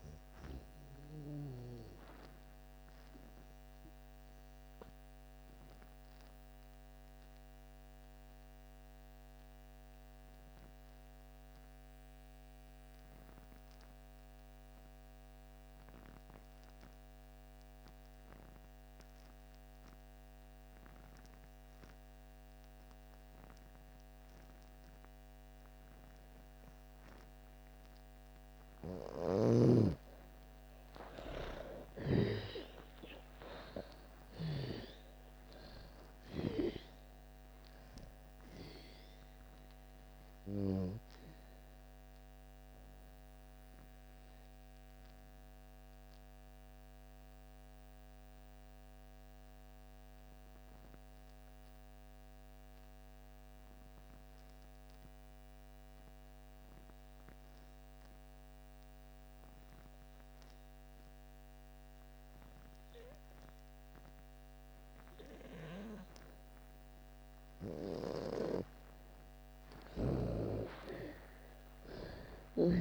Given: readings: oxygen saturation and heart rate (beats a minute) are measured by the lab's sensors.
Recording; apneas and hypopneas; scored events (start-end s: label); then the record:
breathing in sleep by a microphone on the trachea; 2
0.00-22.00 s: oxygen desaturation (device-marked, oxygen 83% lowest)
1.00-28.00 s: obstructive apnea (oxygen 97% before, 80% lowest)
24.00-60.00 s: oxygen desaturation (device-marked, oxygen 98% before, 80% lowest)
30.50-35.00 s: arousal
42.00-67.50 s: mixed apnea (oxygen 98% before, 80% lowest)
62.00-72.81 s: oxygen desaturation (device-marked, oxygen 98% before, 89% lowest)
71.00-72.81 s: arousal
From the record:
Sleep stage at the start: N2 (light sleep); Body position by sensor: on the back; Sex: female